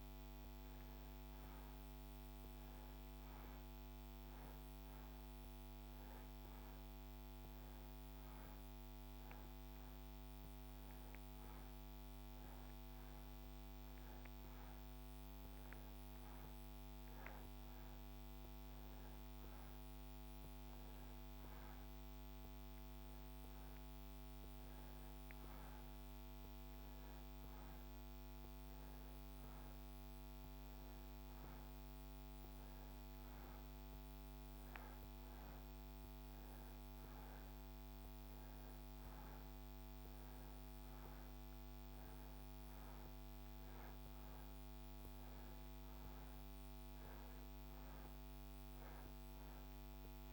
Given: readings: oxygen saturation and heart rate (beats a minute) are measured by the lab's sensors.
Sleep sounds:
breathing in sleep, hard to hear, by a microphone on the trachea; none
none scored
From the record:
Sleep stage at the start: N2 (light sleep); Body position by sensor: on the back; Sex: male

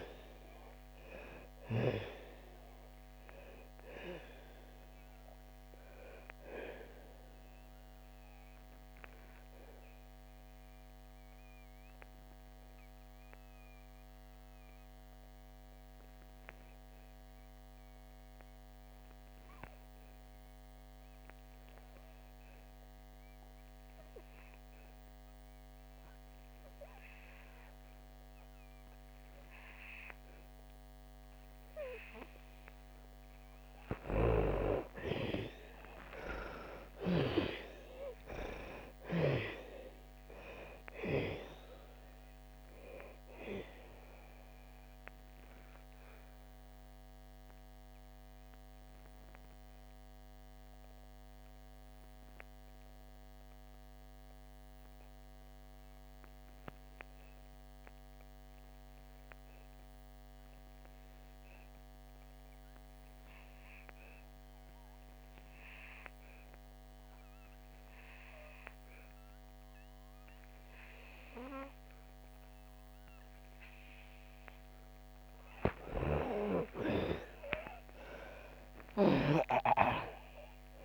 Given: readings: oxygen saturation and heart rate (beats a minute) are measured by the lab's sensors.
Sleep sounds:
breathing in sleep by a microphone on the trachea; 2
0.00-23.50 s: oxygen desaturation (device-marked, oxygen 87% lowest, heart rate 59 extreme)
8.00-33.50 s: obstructive apnea (oxygen 99% before, 81% lowest, heart rate 70 before, 57 extreme, up 12 after)
25.50-62.50 s: oxygen desaturation (device-marked, oxygen 99% before, 81% lowest, heart rate 65 before, 57 extreme)
36.00-40.00 s: arousal
45.50-74.50 s: obstructive apnea (oxygen 99% before, 81% lowest, heart rate 69 before, 55 extreme, up 6 after)
67.50-80.85 s: oxygen desaturation (device-marked, oxygen 99% before, 81% lowest, heart rate 60 before, 55 extreme)
77.00-80.85 s: arousal
From the record:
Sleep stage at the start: N2 (light sleep); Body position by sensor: on the back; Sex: female

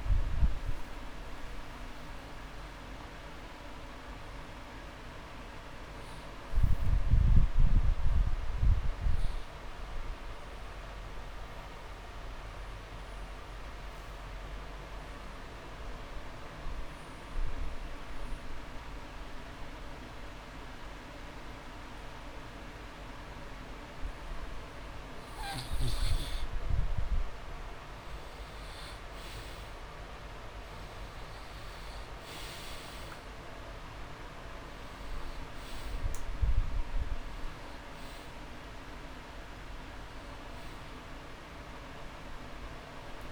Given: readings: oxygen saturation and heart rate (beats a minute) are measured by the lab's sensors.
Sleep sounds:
breathing in sleep, hard to hear, by a room microphone; 1
0.00-3.00 s: drop in pulse transit time (device-marked)
0.00-8.00 s: oxygen desaturation (device-marked, oxygen 92% lowest)
5.00-8.50 s: arousal
10.50-26.50 s: mixed apnea (oxygen 100% before, 89% lowest)
19.00-39.00 s: drop in pulse transit time (device-marked)
22.50-24.50 s: long interval between heartbeats (device-marked)
27.50-29.50 s: long interval between heartbeats (device-marked)
27.50-31.50 s: arousal
29.00-43.32 s: oxygen desaturation (device-marked, oxygen 99% before, 93% lowest)
33.50-35.50 s: long interval between heartbeats (device-marked)
40.00-42.00 s: long interval between heartbeats (device-marked)
From the record:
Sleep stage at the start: N2 (light sleep); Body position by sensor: on the back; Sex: male

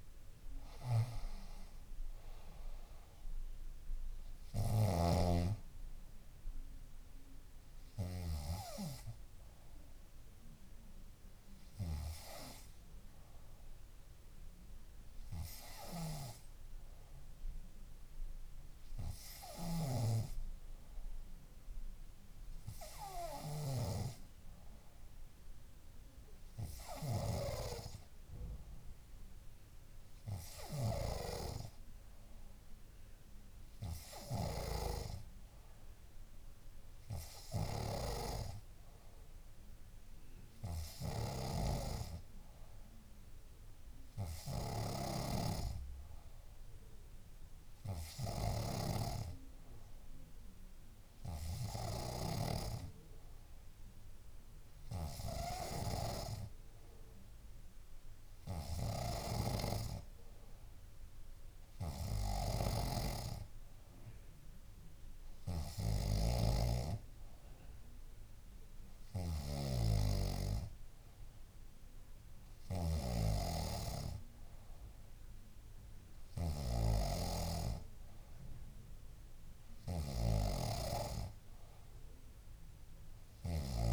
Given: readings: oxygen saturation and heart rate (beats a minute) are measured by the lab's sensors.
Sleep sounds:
breathing in sleep by a room microphone; none
0.00-11.50 s: oxygen desaturation (device-marked, oxygen 92% lowest, heart rate 61 extreme)
19.50-24.00 s: snoring (device-marked)
41.50-49.00 s: snoring (device-marked)
66.00-83.92 s: snoring (device-marked)
From the record:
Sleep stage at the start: N3 (deep sleep); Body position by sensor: on the back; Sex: female

